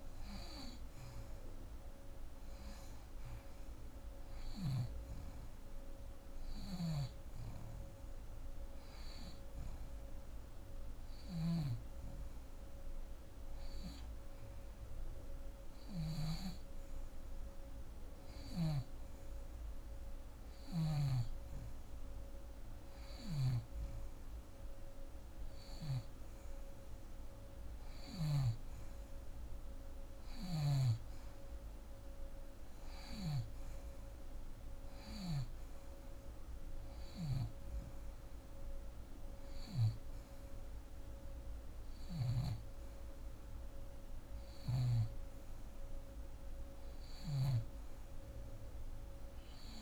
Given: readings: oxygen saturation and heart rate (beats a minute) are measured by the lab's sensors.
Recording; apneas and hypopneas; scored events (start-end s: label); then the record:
breathing in sleep by a room microphone; none
10.50-16.00 s: snoring (device-marked)
20.50-25.50 s: snoring (device-marked)
30.00-35.00 s: snoring (device-marked)
46.50-49.82 s: snoring (device-marked)
From the record:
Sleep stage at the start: N2 (light sleep); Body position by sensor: on the back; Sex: female